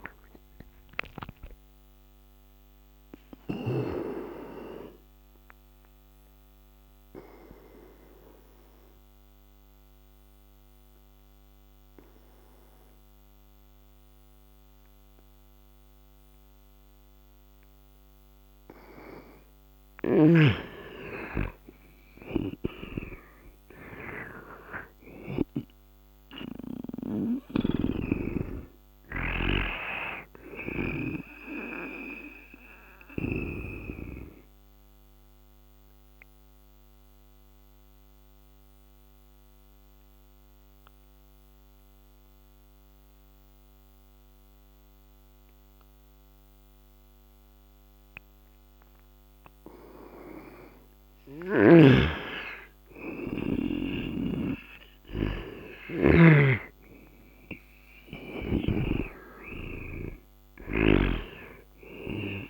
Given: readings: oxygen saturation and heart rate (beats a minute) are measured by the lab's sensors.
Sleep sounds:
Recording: breathing in sleep by a microphone on the trachea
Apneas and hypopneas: 2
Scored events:
0.00-3.50 s: snoring (device-marked)
6.00-18.50 s: obstructive apnea (oxygen 99% before, 90% lowest, heart rate 77 before, 71 extreme, up 7 after)
20.50-24.00 s: arousal
20.50-28.50 s: oxygen desaturation (device-marked, oxygen 97% before, 91% lowest, heart rate 79 before, 70 extreme)
27.00-30.50 s: snoring (device-marked)
35.00-49.50 s: obstructive apnea (oxygen 97% before, 90% lowest, heart rate 77 before, 70 extreme, up 11 after)
39.50-51.50 s: oxygen desaturation (device-marked, oxygen 96% before, 90% lowest, heart rate 77 before, 71 extreme)
51.50-55.00 s: arousal
53.50-58.00 s: snoring (device-marked)
57.50-62.50 s: oxygen desaturation (device-marked, oxygen 98% before, 93% lowest, heart rate 74 before, 72 extreme)
From the record:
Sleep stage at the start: N2 (light sleep)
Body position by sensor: on the right side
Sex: male

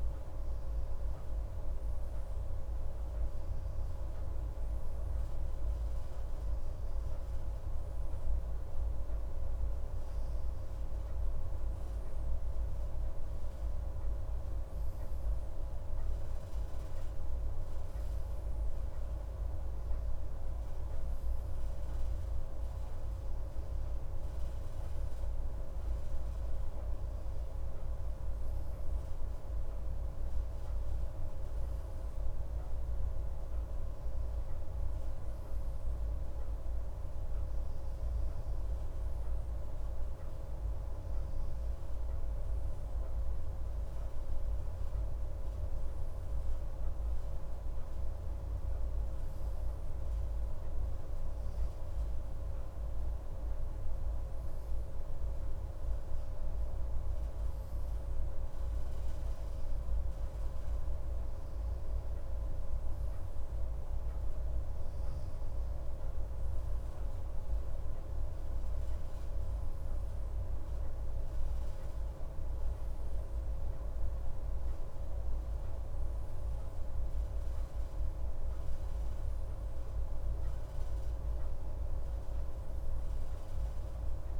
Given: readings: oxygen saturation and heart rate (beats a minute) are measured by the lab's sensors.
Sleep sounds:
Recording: a person awake in a sleep study, hard to hear, by a room microphone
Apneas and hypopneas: none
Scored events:
none scored
From the record:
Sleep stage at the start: awake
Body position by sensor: on the left side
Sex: male

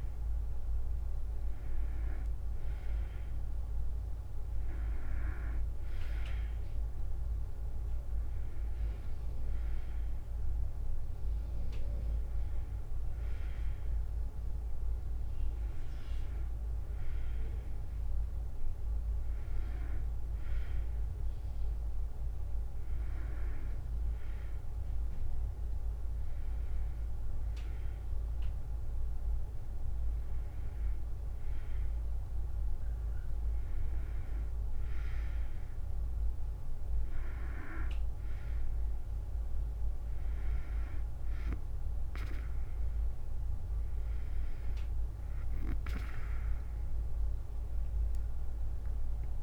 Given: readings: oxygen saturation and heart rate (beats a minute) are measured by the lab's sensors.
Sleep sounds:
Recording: breathing in sleep, hard to hear, by a room microphone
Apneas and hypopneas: none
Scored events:
44.00-49.43 s: drop in pulse transit time (device-marked, heart rate 74 before, 75 extreme)
From the record:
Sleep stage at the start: N2 (light sleep)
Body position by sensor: on the back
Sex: female

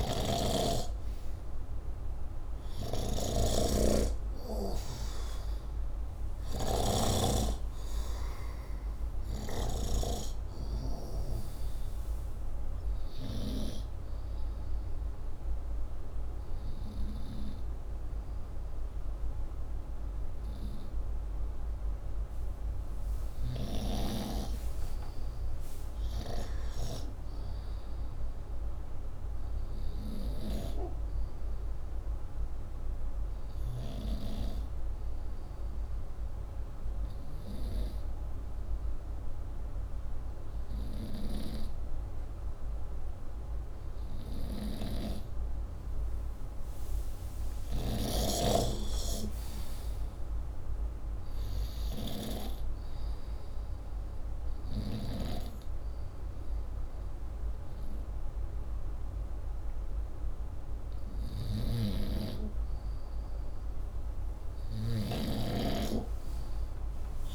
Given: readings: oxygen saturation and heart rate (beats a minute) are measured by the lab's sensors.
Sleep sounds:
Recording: breathing in sleep by a room microphone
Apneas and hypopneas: 1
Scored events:
0.00-10.00 s: snoring (device-marked)
26.50-30.00 s: arousal
32.00-45.50 s: hypopnea (oxygen 97% before, 93% lowest, heart rate 65 before, 58 extreme, up 12 after)
47.00-50.50 s: arousal
61.00-65.00 s: snoring (device-marked)
From the record:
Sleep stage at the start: N2 (light sleep)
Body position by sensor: upright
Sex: male

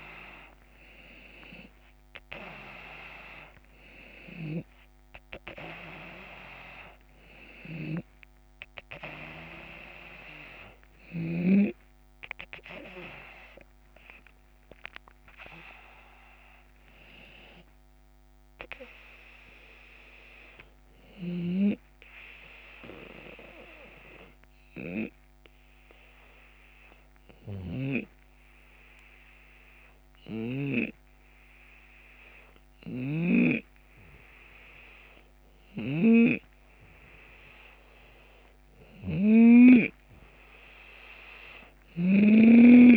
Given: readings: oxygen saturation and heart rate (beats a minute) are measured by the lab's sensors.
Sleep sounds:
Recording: breathing in sleep by a microphone on the trachea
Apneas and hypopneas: 1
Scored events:
0.00-1.00 s: arousal
0.00-4.50 s: drop in pulse transit time (device-marked, heart rate 80 extreme)
0.50-19.50 s: oxygen desaturation (device-marked, oxygen 92% before, 88% lowest, heart rate 78 before, 74 extreme)
7.00-11.00 s: snoring (device-marked)
13.00-17.00 s: arousal
14.50-26.50 s: drop in pulse transit time (device-marked, heart rate 82 before, 75 extreme)
21.00-38.00 s: hypopnea (oxygen 92% before, 89% lowest, heart rate 83 before, 74 extreme, up 3 after)
35.00-42.97 s: snoring (device-marked)
From the record:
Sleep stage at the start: N2 (light sleep)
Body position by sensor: on the left side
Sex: male

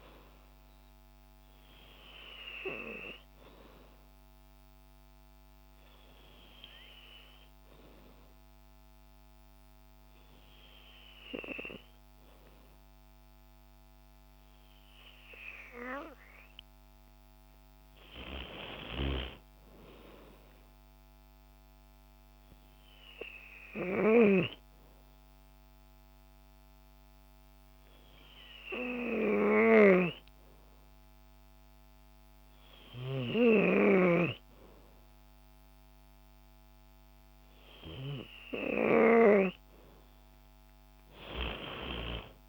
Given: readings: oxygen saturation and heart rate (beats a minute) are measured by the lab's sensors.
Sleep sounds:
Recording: breathing in sleep by a microphone on the trachea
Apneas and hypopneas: 2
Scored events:
4.50-15.50 s: hypopnea (oxygen 96% before, 93% lowest, heart rate 73 before, 52 extreme, up 20 after)
19.00-21.50 s: arousal
26.50-38.00 s: hypopnea (oxygen 96% before, 93% lowest, heart rate 60 before, 52 extreme, up 1 after)
41.00-42.49 s: arousal
From the record:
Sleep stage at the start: N2 (light sleep)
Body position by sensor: on the back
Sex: female

